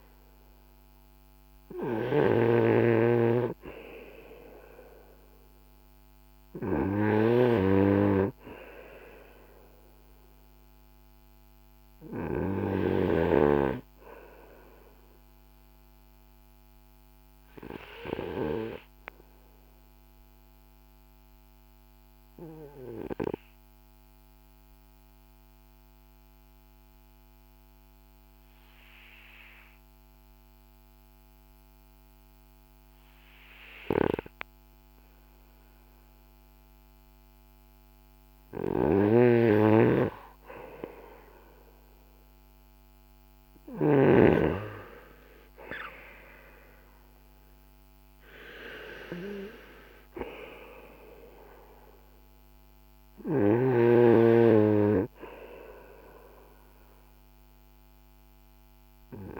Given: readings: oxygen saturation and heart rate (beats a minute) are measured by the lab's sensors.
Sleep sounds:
breathing in sleep by a microphone on the trachea; 1
0.00-12.50 s: snoring (device-marked)
14.00-37.50 s: obstructive apnea (oxygen 96% before, 92% lowest, heart rate 56 before, 39 extreme, up 13 after)
37.50-43.00 s: snoring (device-marked)
39.00-44.00 s: arousal
From the record:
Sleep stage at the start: N2 (light sleep); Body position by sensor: on the right side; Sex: male

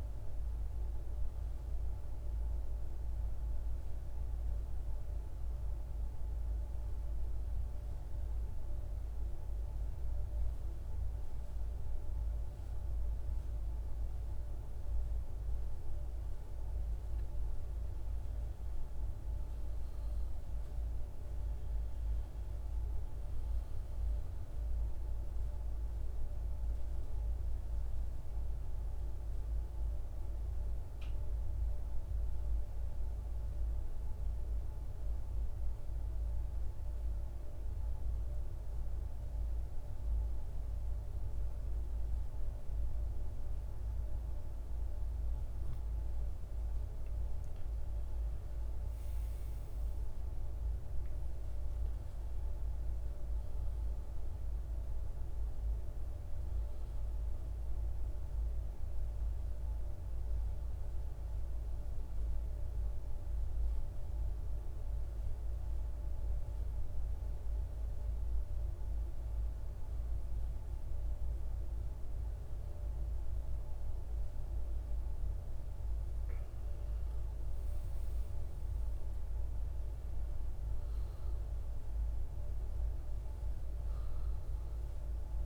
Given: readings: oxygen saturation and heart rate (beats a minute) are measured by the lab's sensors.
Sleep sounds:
breathing in sleep, hard to hear, by a room microphone; 3
4.00-15.00 s: central apnea (oxygen 98% before, 92% lowest, heart rate 68 before, 52 extreme, up 12 after)
16.00-20.50 s: arousal
21.00-38.00 s: oxygen desaturation (device-marked, oxygen 98% before, 92% lowest, heart rate 56 before, 55 extreme)
34.50-45.50 s: central apnea (oxygen 98% before, 92% lowest, heart rate 60 before, 53 extreme, up 12 after)
47.50-51.50 s: arousal
55.00-71.00 s: oxygen desaturation (device-marked, oxygen 97% before, 93% lowest, heart rate 61 before, 53 extreme)
58.50-73.00 s: obstructive apnea (oxygen 97% before, 92% lowest, heart rate 62 before, 53 extreme, up 14 after)
75.50-79.00 s: arousal
83.00-85.46 s: oxygen desaturation (device-marked, oxygen 97% before, 92% lowest, heart rate 57 before, 54 extreme)
From the record:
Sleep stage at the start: N2 (light sleep); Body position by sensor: on the right side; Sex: male

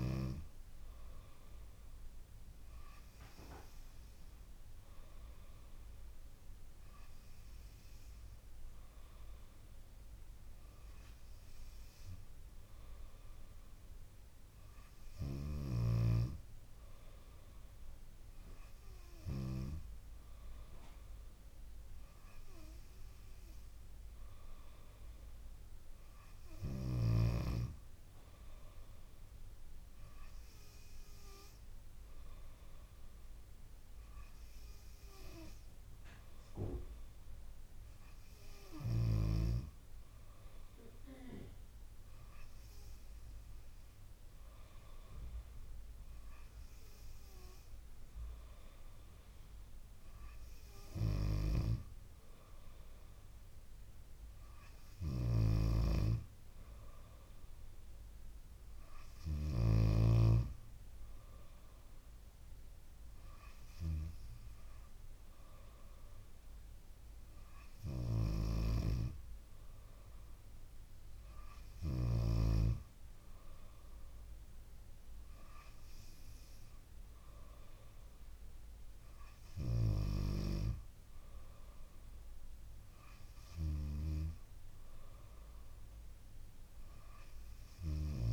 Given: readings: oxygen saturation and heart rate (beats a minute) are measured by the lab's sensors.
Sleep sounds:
breathing in sleep by a room microphone; none
51.00-60.00 s: snoring (device-marked)
68.00-72.50 s: snoring (device-marked)
From the record:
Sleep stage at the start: N2 (light sleep); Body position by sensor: on the back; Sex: female

